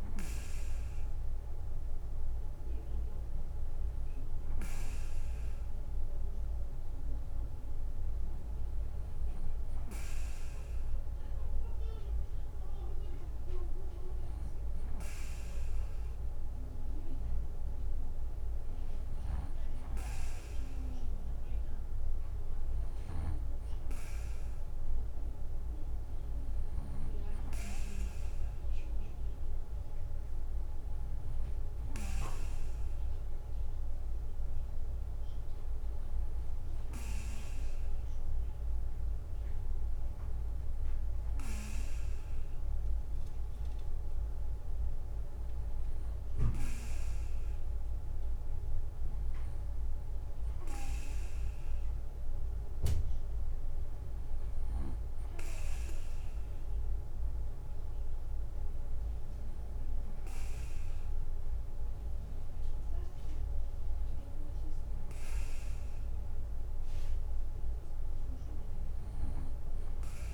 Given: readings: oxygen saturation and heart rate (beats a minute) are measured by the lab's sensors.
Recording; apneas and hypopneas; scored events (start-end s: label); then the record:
breathing in sleep by a room microphone; none
19.00-27.00 s: snoring (device-marked)
From the record:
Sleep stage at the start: N2 (light sleep); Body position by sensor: on the back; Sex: male